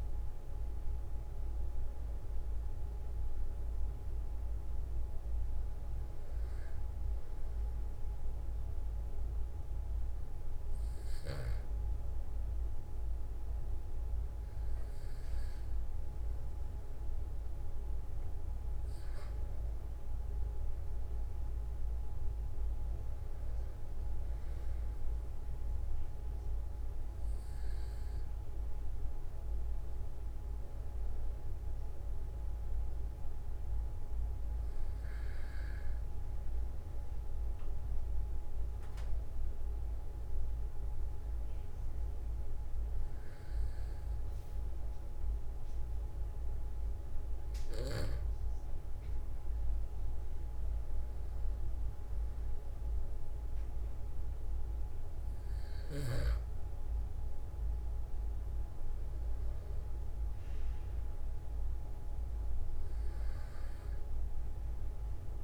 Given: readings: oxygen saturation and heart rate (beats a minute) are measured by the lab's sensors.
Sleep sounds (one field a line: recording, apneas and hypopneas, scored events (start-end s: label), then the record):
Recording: breathing in sleep, hard to hear, by a room microphone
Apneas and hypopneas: 1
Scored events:
41.00-55.00 s: hypopnea (oxygen 94% before, 91% lowest, heart rate 45 before, 44 extreme, up 2 after)
58.00-63.00 s: arousal
From the record:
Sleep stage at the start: N2 (light sleep)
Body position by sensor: on the back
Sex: male